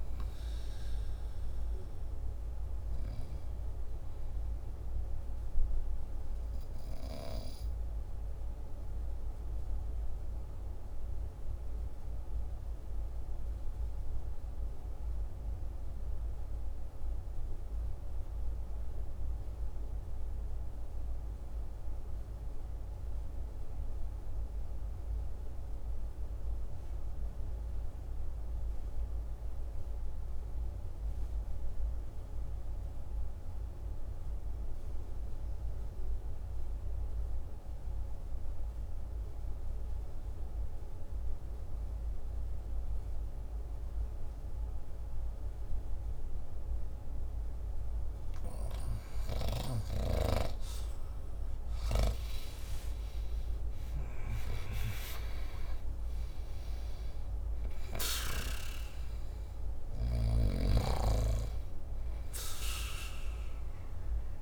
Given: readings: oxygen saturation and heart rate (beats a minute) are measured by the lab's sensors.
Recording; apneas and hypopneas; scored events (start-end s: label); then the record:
breathing in sleep by a room microphone; 1
0.00-16.50 s: oxygen desaturation (device-marked, oxygen 73% lowest, heart rate 50 extreme)
10.00-47.00 s: mixed apnea (oxygen 85% before, 73% lowest, heart rate 63 before, 50 extreme, up 16 after)
32.50-64.42 s: oxygen desaturation (device-marked, oxygen 99% before, 73% lowest, heart rate 52 before, 50 extreme)
50.50-56.50 s: arousal
59.50-64.42 s: snoring (device-marked)
From the record:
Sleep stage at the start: REM sleep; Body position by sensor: on the back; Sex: male